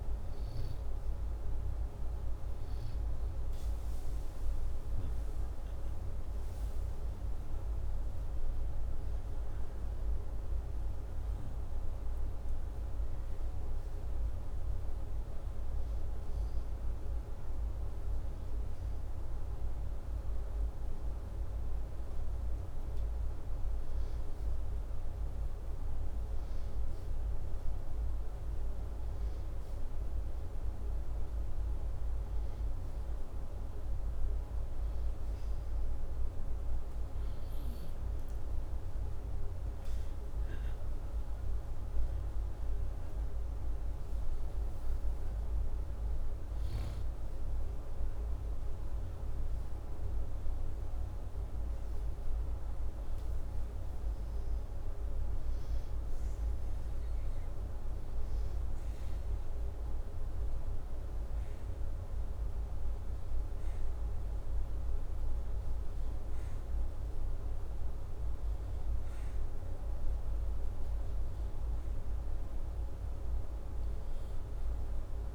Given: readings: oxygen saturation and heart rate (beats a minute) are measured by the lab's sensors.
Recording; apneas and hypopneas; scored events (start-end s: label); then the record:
breathing in sleep, hard to hear, by a room microphone; none
0.00-1.00 s: arousal
37.50-41.50 s: arousal
From the record:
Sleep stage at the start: N2 (light sleep); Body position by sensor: upright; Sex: male